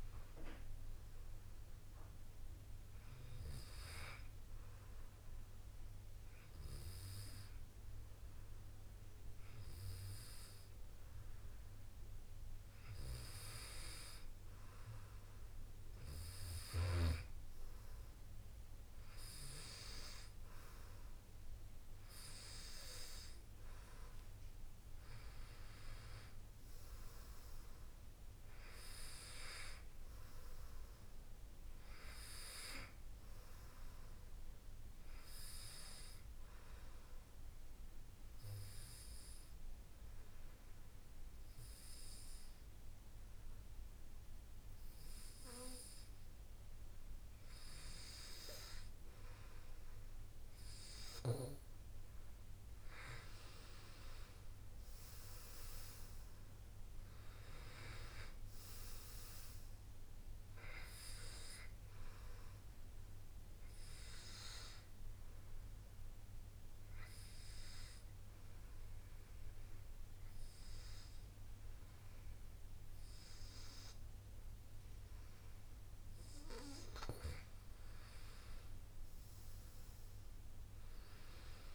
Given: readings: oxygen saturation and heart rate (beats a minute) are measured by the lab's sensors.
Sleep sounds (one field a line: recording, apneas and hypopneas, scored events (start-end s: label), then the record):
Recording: breathing in sleep by a room microphone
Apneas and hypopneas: 3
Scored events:
2.00-14.50 s: obstructive apnea (oxygen 98% before, 90% lowest, heart rate 67 before, 27 extreme, up 0 after)
15.50-30.50 s: oxygen desaturation (device-marked, oxygen 97% before, 93% lowest)
19.50-23.00 s: arousal
36.50-49.50 s: obstructive apnea (oxygen 97% before, 90% lowest)
51.50-75.50 s: oxygen desaturation (device-marked, oxygen 96% before, 90% lowest)
53.00-56.50 s: arousal
61.50-76.50 s: obstructive apnea (oxygen 96% before, 90% lowest)
78.00-81.50 s: arousal
From the record:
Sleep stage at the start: N2 (light sleep)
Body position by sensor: on the back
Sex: male